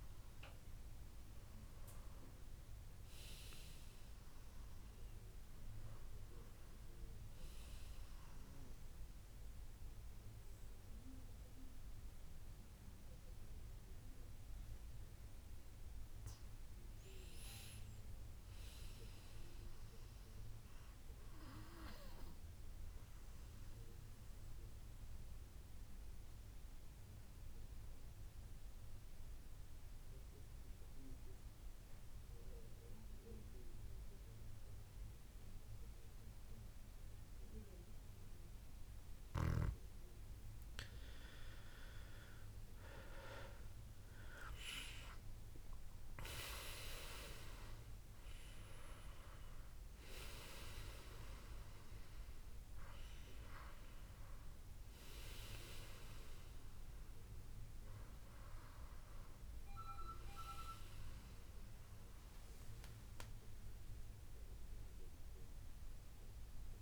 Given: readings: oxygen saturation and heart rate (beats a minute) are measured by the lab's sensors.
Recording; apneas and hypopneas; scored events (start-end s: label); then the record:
breathing in sleep by a room microphone; 1
16.00-19.50 s: arousal
24.50-41.50 s: mixed apnea (oxygen 98% before, 90% lowest, heart rate 74 before, 73 extreme, up 6 after)
39.00-60.00 s: oxygen desaturation (device-marked, oxygen 96% before, 90% lowest, heart rate 75 before, 73 extreme)
42.50-46.50 s: arousal
From the record:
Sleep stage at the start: N2 (light sleep); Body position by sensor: on the back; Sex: male